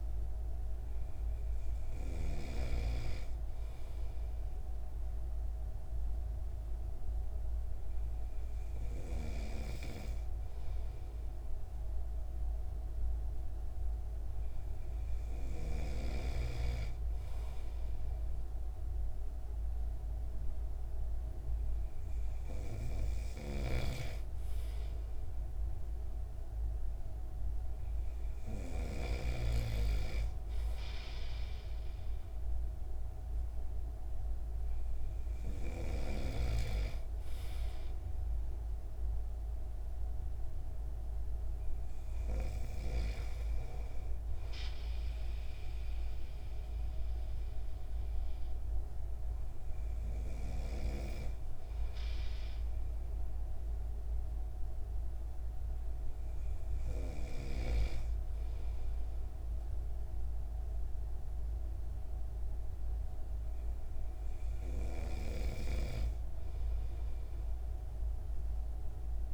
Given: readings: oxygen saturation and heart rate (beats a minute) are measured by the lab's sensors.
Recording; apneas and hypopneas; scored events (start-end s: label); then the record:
breathing in sleep by a room microphone; none
23.50-29.50 s: snoring (device-marked)
From the record:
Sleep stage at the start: N2 (light sleep); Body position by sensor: on the right side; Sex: male